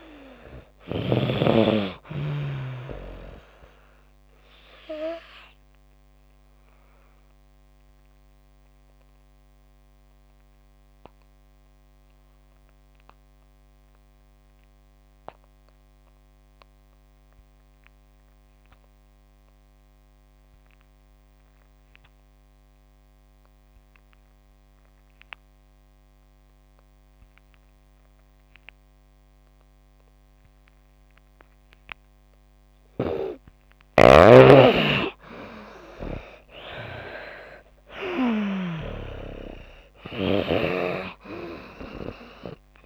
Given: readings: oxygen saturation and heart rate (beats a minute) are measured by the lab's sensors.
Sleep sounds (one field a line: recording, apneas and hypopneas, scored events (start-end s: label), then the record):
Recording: breathing in sleep by a microphone on the trachea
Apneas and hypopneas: 1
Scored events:
0.00-1.00 s: snoring (device-marked)
0.00-26.50 s: oxygen desaturation (device-marked, oxygen 84% lowest)
3.50-33.00 s: obstructive apnea (oxygen 97% before, 83% lowest)
35.50-39.00 s: arousal
40.50-42.86 s: oxygen desaturation (device-marked, oxygen 97% before, 83% lowest)
From the record:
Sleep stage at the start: N2 (light sleep)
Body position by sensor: on the back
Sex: female